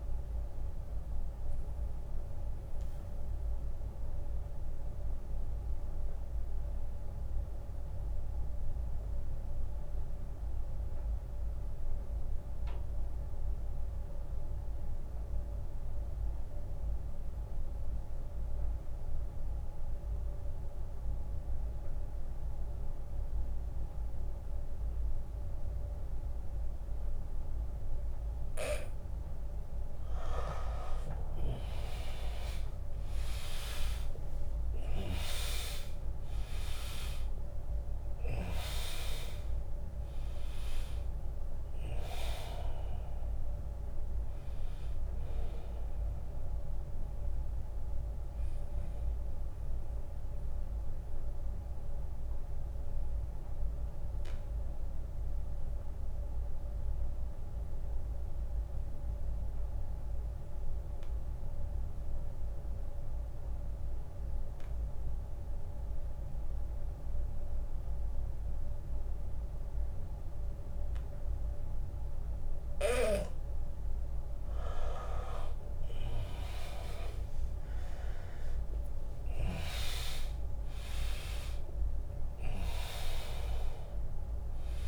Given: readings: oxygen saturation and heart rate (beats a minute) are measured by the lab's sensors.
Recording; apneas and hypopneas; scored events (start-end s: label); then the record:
breathing in sleep by a room microphone; 2
0.00-10.50 s: oxygen desaturation (device-marked, oxygen 78% lowest, heart rate 70 extreme)
0.50-29.00 s: mixed apnea (oxygen 100% before, 78% lowest, heart rate 80 before, 70 extreme, up 13 after)
7.00-9.00 s: long interval between heartbeats (device-marked, heart rate 77 before, 80 extreme)
23.00-25.00 s: long interval between heartbeats (device-marked, heart rate 77 before, 72 extreme)
26.50-57.50 s: oxygen desaturation (device-marked, oxygen 100% before, 80% lowest, heart rate 77 before, 71 extreme)
31.00-35.00 s: arousal
31.50-43.50 s: drop in pulse transit time (device-marked, heart rate 77 before, 80 extreme)
48.00-72.50 s: mixed apnea (oxygen 100% before, 80% lowest, heart rate 81 before, 71 extreme, up 3 after)
75.50-84.88 s: oxygen desaturation (device-marked, oxygen 100% before, 82% lowest, heart rate 76 before, 66 extreme)
76.00-81.00 s: arousal
76.50-84.88 s: drop in pulse transit time (device-marked, heart rate 76 before, 72 extreme)
From the record:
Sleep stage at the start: N2 (light sleep); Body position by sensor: on the back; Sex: male